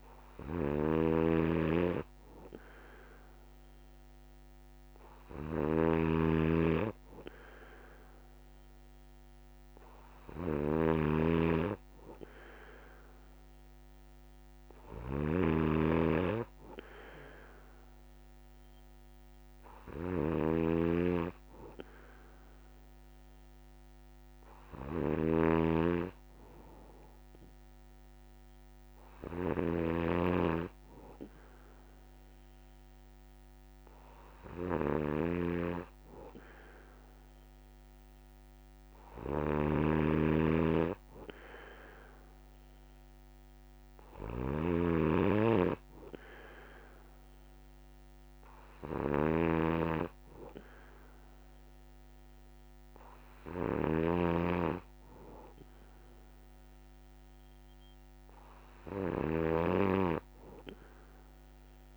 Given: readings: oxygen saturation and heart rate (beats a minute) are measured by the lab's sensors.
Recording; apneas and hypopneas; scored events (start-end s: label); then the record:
breathing in sleep by a microphone on the trachea; none
0.00-61.97 s: snoring (device-marked)
From the record:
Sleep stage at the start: N2 (light sleep); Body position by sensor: on the back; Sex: male